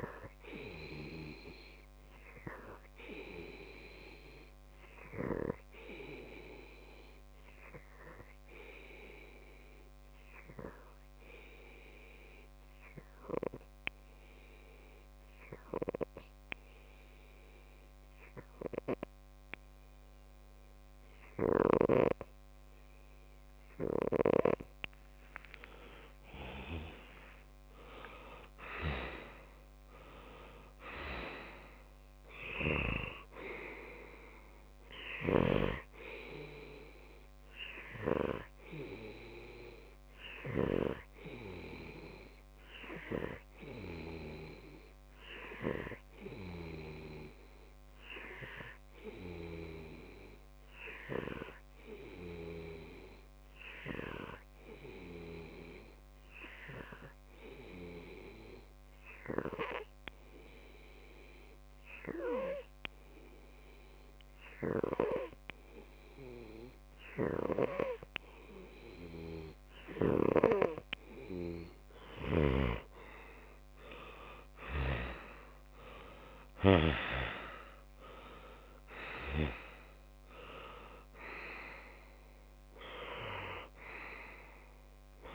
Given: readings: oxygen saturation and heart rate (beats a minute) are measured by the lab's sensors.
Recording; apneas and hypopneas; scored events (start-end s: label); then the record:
breathing in sleep by a microphone on the trachea; 2
0.50-24.00 s: obstructive apnea (oxygen 99% before, 94% lowest)
25.00-28.50 s: arousal
42.50-69.00 s: obstructive apnea (oxygen 99% before, 95% lowest)
72.50-77.50 s: arousal
From the record:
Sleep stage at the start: N2 (light sleep); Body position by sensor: on the left side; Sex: male